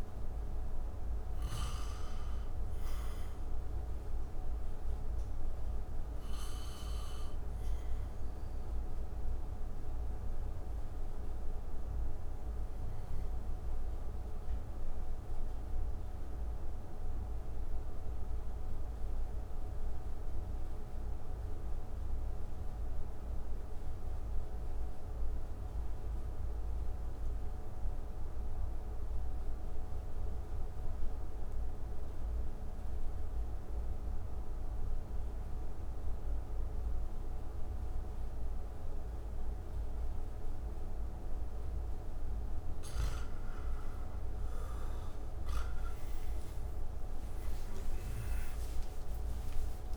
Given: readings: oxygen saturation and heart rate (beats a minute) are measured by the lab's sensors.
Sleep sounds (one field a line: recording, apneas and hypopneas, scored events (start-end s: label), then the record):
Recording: breathing in sleep, hard to hear, by a room microphone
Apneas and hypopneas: 1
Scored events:
0.00-21.50 s: oxygen desaturation (device-marked, oxygen 80% lowest)
9.00-41.00 s: obstructive apnea (oxygen 95% before, 80% lowest)
43.00-48.00 s: arousal
44.50-49.97 s: oxygen desaturation (device-marked, oxygen 96% before, 88% lowest)
From the record:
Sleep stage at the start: REM sleep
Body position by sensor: on the back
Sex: male